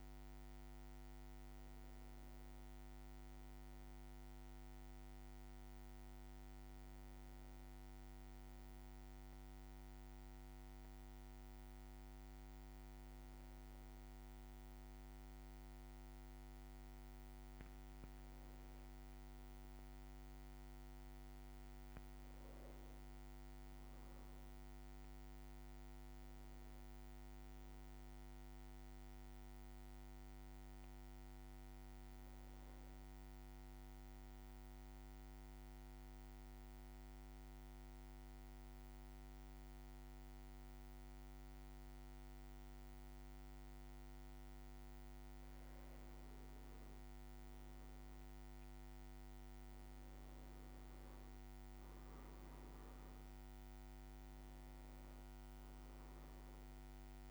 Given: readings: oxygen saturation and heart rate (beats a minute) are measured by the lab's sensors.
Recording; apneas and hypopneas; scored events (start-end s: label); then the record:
breathing in sleep, hard to hear, by a microphone on the trachea; 1
0.00-7.00 s: oxygen desaturation (device-marked, oxygen 94% lowest, heart rate 55 extreme)
16.00-22.00 s: leg movement (device-marked)
19.00-24.00 s: arousal
33.00-44.50 s: central apnea (oxygen 99% before, 94% lowest, heart rate 57 before, 56 extreme, up 3 after)
46.50-52.00 s: arousal
53.50-55.50 s: leg movement (device-marked)
56.00-57.31 s: oxygen desaturation (device-marked, oxygen 97% before, 94% lowest, heart rate 57 before, 55 extreme)
From the record:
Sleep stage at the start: N1 (lightest sleep); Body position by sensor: on the back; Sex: male